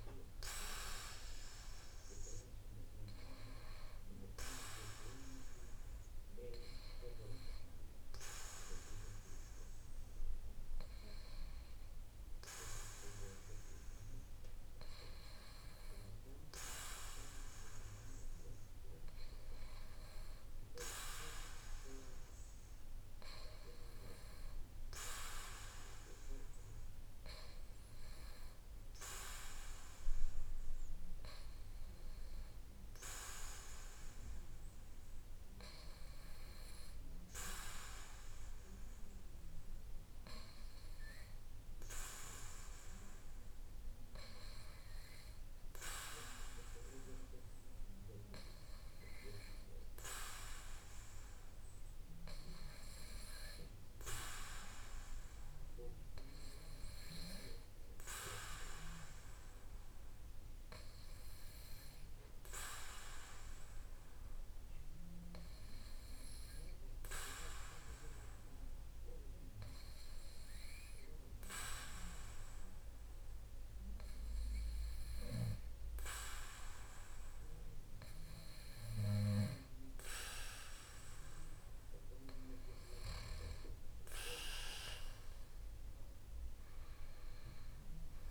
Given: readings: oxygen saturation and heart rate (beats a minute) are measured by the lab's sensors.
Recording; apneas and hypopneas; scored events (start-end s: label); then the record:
breathing in sleep by a room microphone; 1
41.50-46.00 s: arousal
58.00-79.50 s: hypopnea (oxygen 93% before, 92% lowest, heart rate 60 before, 57 extreme, up 3 after)
80.00-84.00 s: arousal
From the record:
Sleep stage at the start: REM sleep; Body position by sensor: on the back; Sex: male